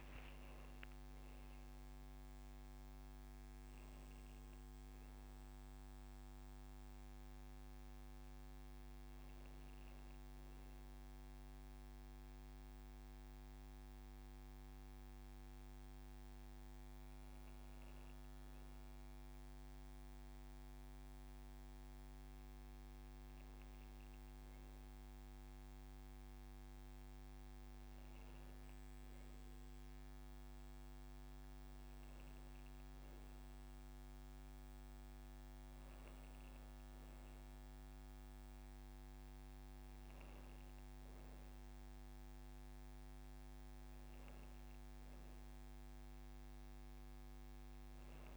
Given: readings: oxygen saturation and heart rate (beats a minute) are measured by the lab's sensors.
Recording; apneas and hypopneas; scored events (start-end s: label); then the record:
breathing in sleep, hard to hear, by a microphone on the trachea; none
0.00-4.00 s: arousal
From the record:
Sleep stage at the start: N2 (light sleep); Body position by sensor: on the right side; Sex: female